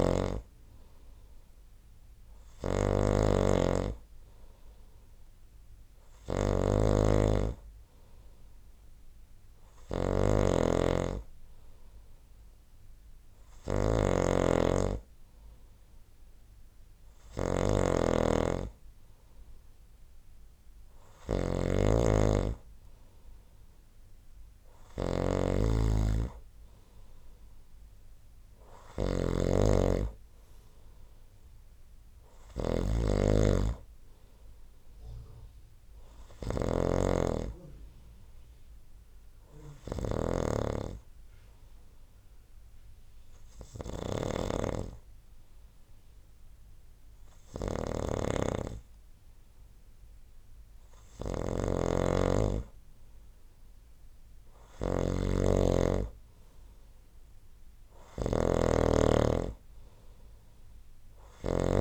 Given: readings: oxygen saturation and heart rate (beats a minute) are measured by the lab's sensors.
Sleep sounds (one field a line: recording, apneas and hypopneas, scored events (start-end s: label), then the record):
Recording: breathing in sleep by a room microphone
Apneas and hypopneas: none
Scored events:
0.00-61.81 s: snoring (device-marked)
From the record:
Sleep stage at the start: N2 (light sleep)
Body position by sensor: on the right side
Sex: male